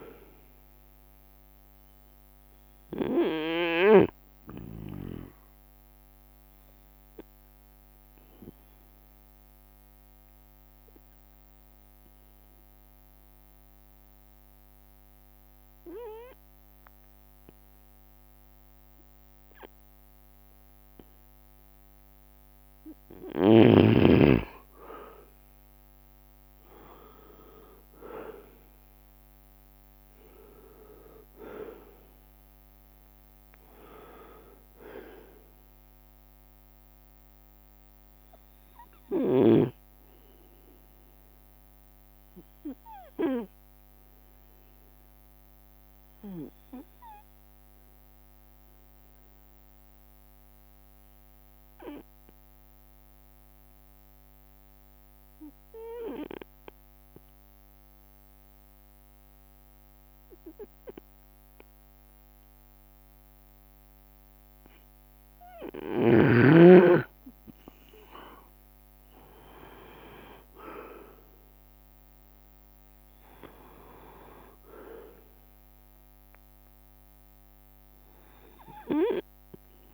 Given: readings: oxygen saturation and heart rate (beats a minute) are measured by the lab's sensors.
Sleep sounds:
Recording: breathing in sleep by a microphone on the trachea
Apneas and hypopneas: 2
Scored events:
0.00-1.50 s: drop in pulse transit time (device-marked)
0.00-3.00 s: leg movement (device-marked)
0.00-21.50 s: oxygen desaturation (device-marked, oxygen 91% lowest)
0.00-79.94 s: bradycardia (device-marked)
4.50-23.00 s: obstructive apnea (oxygen 98% before, 91% lowest)
6.50-8.00 s: leg movement (device-marked)
6.50-8.50 s: long interval between heartbeats (device-marked)
16.50-18.50 s: long interval between heartbeats (device-marked)
21.00-29.50 s: leg movement (device-marked)
25.50-30.50 s: arousal
28.00-30.00 s: long interval between heartbeats (device-marked)
33.50-38.50 s: leg movement (device-marked)
40.50-49.00 s: leg movement (device-marked)
40.50-65.00 s: obstructive apnea (oxygen 97% before, 93% lowest)
42.00-44.00 s: long interval between heartbeats (device-marked)
58.00-60.00 s: long interval between heartbeats (device-marked)
62.50-68.00 s: leg movement (device-marked)
66.50-79.94 s: oxygen desaturation (device-marked, oxygen 98% before, 94% lowest)
68.00-73.00 s: arousal
69.50-71.00 s: leg movement (device-marked)
72.00-74.00 s: long interval between heartbeats (device-marked)
73.00-77.00 s: leg movement (device-marked)
From the record:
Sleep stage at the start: N2 (light sleep)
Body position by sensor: on the right side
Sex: male

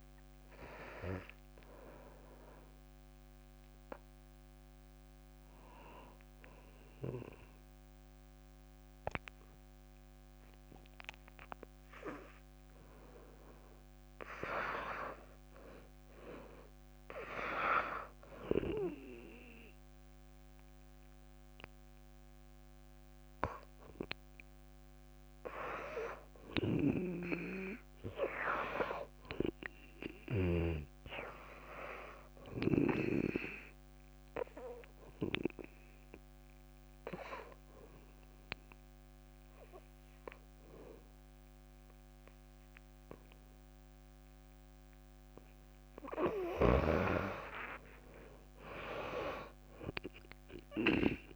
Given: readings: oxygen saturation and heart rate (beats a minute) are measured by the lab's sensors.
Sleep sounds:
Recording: breathing in sleep by a microphone on the trachea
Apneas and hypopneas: 2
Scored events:
0.00-7.50 s: oxygen desaturation (device-marked, oxygen 80% lowest)
2.50-15.00 s: hypopnea (oxygen 95% before, 82% lowest)
14.50-45.50 s: oxygen desaturation (device-marked, oxygen 98% before, 89% lowest)
16.50-20.00 s: arousal
27.00-31.00 s: snoring (device-marked)
33.50-46.50 s: obstructive apnea (oxygen 98% before, 82% lowest)
48.00-51.36 s: arousal
From the record:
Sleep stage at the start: N2 (light sleep)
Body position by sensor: on the back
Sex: female

